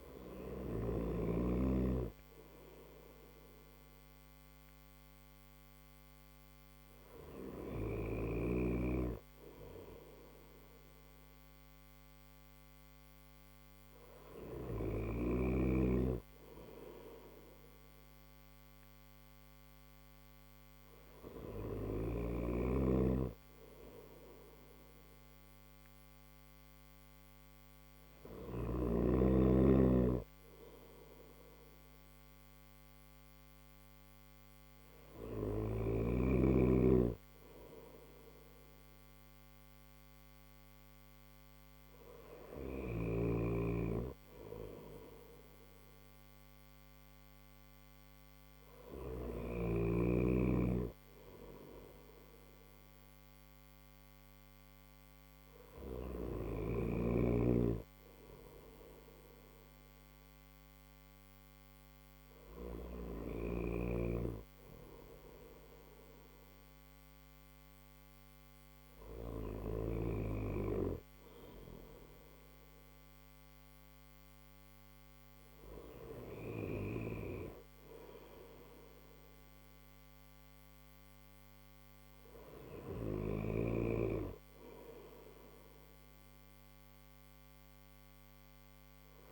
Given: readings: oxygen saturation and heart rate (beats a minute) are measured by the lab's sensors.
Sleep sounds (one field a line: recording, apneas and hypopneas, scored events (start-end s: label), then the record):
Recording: breathing in sleep by a microphone on the trachea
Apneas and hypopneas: none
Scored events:
none scored
From the record:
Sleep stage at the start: N3 (deep sleep)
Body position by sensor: on the right side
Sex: male